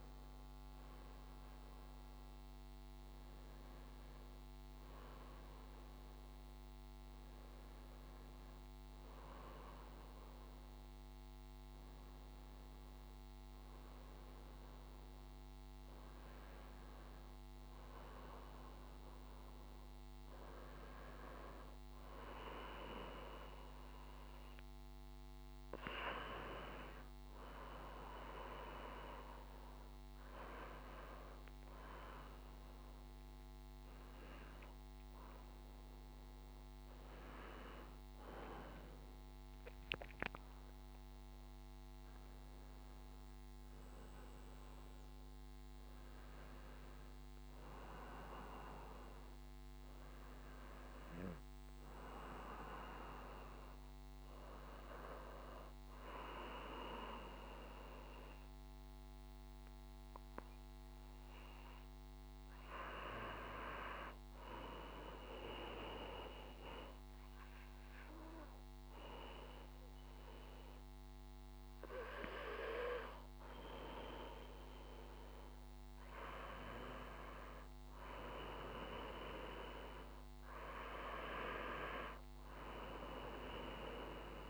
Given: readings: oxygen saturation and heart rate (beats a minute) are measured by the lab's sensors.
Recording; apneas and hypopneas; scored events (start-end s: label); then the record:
breathing in sleep by a microphone on the trachea; 1
1.50-31.50 s: new sleep stage, N1 (lightest sleep)
31.00-36.00 s: arousal
31.50-84.50 s: new sleep stage, N2 (light sleep)
63.50-74.50 s: obstructive apnea (oxygen 97% before, 94% lowest, heart rate 55 before, 52 extreme, up 1 after)
77.50-81.00 s: arousal
From the record:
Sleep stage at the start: N2 (light sleep); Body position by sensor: on the back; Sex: male